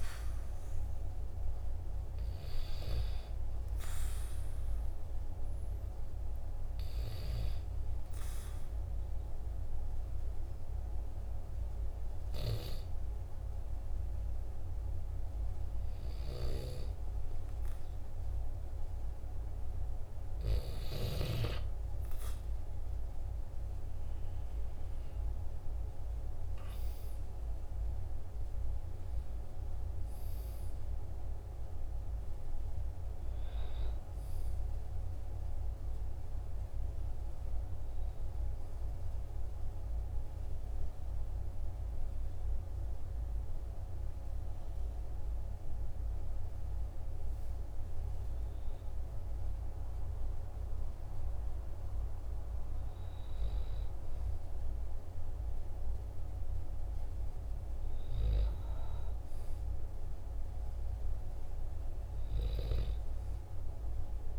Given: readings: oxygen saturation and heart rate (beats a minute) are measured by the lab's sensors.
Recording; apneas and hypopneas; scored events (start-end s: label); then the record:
breathing in sleep, hard to hear, by a room microphone; 2
1.00-4.00 s: arousal
7.50-20.00 s: hypopnea (oxygen 96% before, 95% lowest, heart rate 46 before, 44 extreme, up 4 after)
22.50-27.00 s: arousal
40.50-55.50 s: hypopnea (oxygen 96% before, 95% lowest, heart rate 47 before, 45 extreme, up 3 after)
57.50-61.00 s: arousal
From the record:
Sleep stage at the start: N2 (light sleep); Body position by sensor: on the back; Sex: male